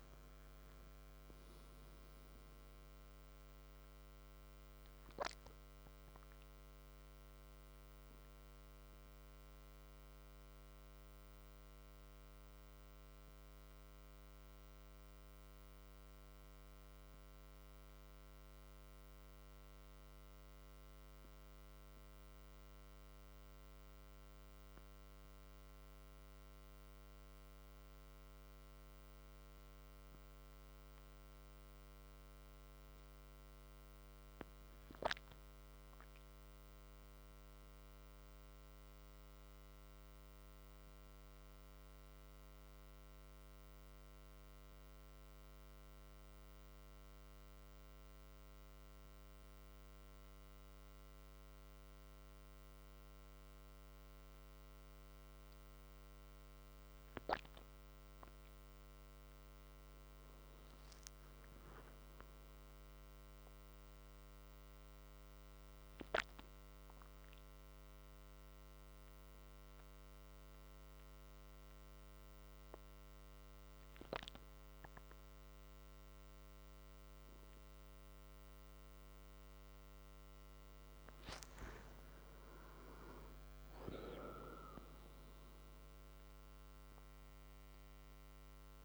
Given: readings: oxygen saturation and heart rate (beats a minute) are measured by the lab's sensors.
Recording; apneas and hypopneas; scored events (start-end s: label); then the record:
a person awake in a sleep study, hard to hear, by a microphone on the trachea; none
67.00-88.84 s: new sleep stage, N1 (lightest sleep)
From the record:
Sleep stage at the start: awake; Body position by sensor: on the back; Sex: male